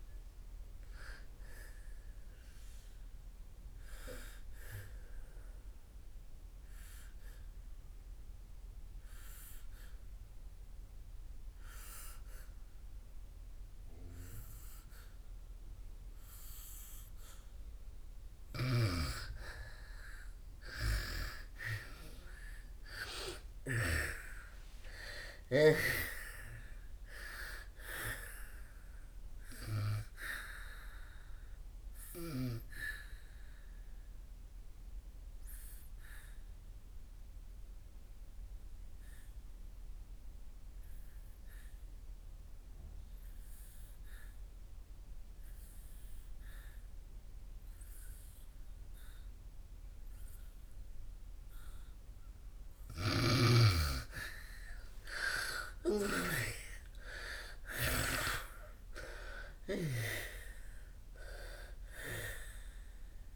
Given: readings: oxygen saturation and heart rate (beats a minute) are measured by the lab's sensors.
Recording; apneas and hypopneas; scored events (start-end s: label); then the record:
breathing in sleep by a room microphone; 2
0.00-10.50 s: oxygen desaturation (device-marked, oxygen 83% lowest, heart rate 64 extreme)
3.50-18.00 s: obstructive apnea (oxygen 97% before, 80% lowest, heart rate 78 before, 61 extreme, up 28 after)
18.50-24.00 s: snoring (device-marked)
21.50-42.50 s: oxygen desaturation (device-marked, oxygen 99% before, 88% lowest, heart rate 72 before, 61 extreme)
23.50-28.50 s: arousal
31.50-51.00 s: obstructive apnea (oxygen 99% before, 80% lowest, heart rate 80 before, 59 extreme, up 34 after)
49.50-63.36 s: oxygen desaturation (device-marked, oxygen 97% before, 80% lowest, heart rate 67 before, 59 extreme)
56.50-60.50 s: arousal
From the record:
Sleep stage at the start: N2 (light sleep); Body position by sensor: on the back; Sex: female